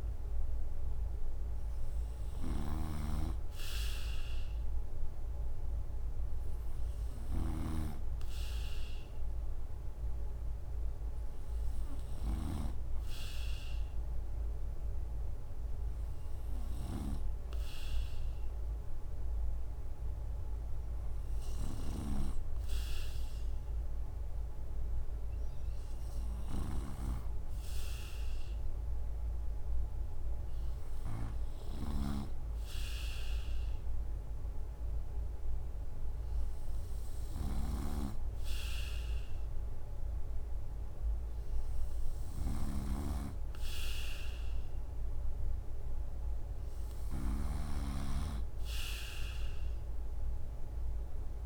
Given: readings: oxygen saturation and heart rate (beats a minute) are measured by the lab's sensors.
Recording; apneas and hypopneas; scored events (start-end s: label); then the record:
breathing in sleep by a room microphone; none
0.00-22.00 s: snoring (device-marked)
22.00-41.00 s: drop in pulse transit time (device-marked, heart rate 65 before, 66 extreme)
31.50-51.46 s: snoring (device-marked)
From the record:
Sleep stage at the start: N2 (light sleep); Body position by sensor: on the right side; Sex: male